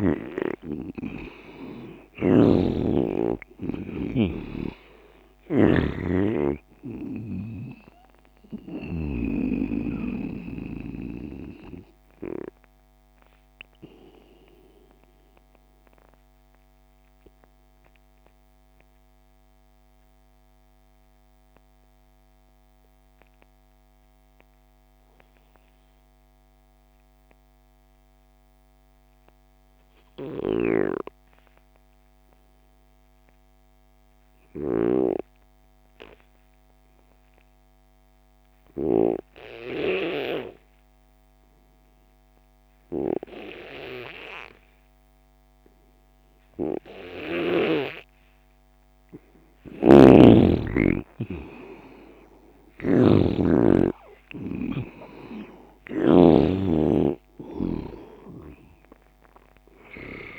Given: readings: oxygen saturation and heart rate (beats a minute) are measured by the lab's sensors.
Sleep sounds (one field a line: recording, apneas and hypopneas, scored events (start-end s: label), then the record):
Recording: breathing in sleep by a microphone on the trachea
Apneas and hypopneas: 1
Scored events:
0.00-2.50 s: arousal
0.00-9.00 s: snoring (device-marked)
0.00-25.00 s: oxygen desaturation (device-marked, oxygen 85% lowest)
14.00-49.00 s: mixed apnea (oxygen 97% before, 85% lowest)
42.00-60.39 s: oxygen desaturation (device-marked, oxygen 98% before, 87% lowest)
49.50-56.00 s: snoring (device-marked)
50.50-55.00 s: arousal
From the record:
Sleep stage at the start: N2 (light sleep)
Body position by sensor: on the left side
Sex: male